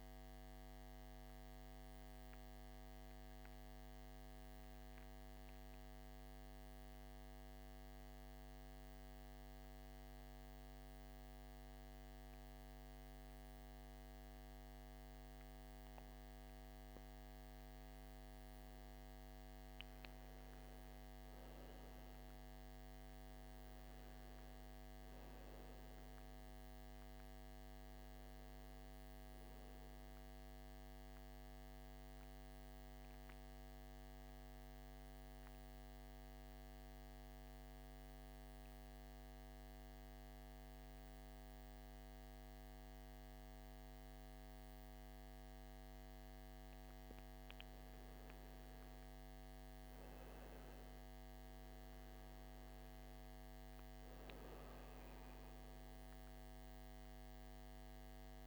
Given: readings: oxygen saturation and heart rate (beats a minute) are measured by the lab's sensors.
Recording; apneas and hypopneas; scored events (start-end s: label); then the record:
breathing in sleep, hard to hear, by a microphone on the trachea; 2
0.00-5.00 s: oxygen desaturation (device-marked, oxygen 85% lowest, heart rate 53 extreme)
2.00-16.50 s: central apnea (oxygen 98% before, 88% lowest, heart rate 65 before, 53 extreme, up 9 after)
19.50-24.00 s: arousal
22.00-41.00 s: oxygen desaturation (device-marked, oxygen 99% before, 92% lowest, heart rate 57 before, 55 extreme)
31.00-46.50 s: central apnea (oxygen 99% before, 83% lowest, heart rate 59 before, 54 extreme, up 7 after)
49.50-53.50 s: arousal
53.00-58.47 s: oxygen desaturation (device-marked, oxygen 97% before, 90% lowest, heart rate 59 before, 54 extreme)
From the record:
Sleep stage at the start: N2 (light sleep); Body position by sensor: on the back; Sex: male